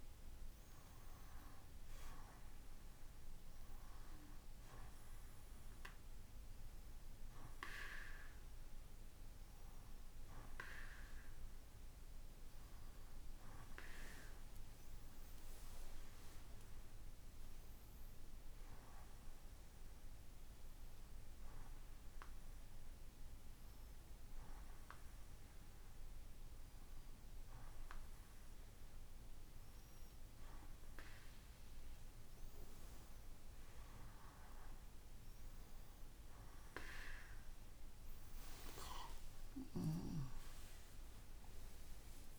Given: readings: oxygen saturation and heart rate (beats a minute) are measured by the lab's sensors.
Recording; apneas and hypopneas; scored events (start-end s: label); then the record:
breathing in sleep by a room microphone; none
40.00-42.39 s: arousal
From the record:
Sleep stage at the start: N1 (lightest sleep); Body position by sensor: on the right side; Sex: male